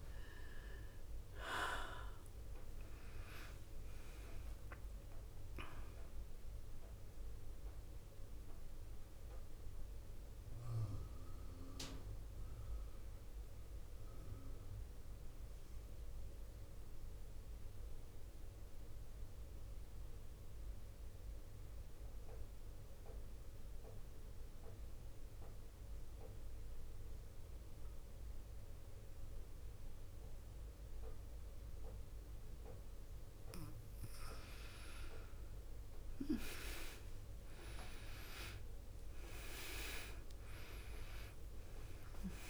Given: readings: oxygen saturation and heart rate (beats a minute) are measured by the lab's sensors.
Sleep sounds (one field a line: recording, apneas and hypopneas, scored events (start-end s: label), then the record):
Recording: breathing in sleep by a room microphone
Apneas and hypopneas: 1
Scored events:
0.00-23.50 s: oxygen desaturation (device-marked, oxygen 85% lowest, heart rate 53 extreme)
12.00-33.00 s: mixed apnea (oxygen 100% before, 83% lowest, heart rate 63 before, 53 extreme, up 8 after)
36.00-40.50 s: arousal
39.50-42.50 s: oxygen desaturation (device-marked, oxygen 100% before, 88% lowest, heart rate 59 before, 54 extreme)
From the record:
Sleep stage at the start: N2 (light sleep)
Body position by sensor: on the back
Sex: female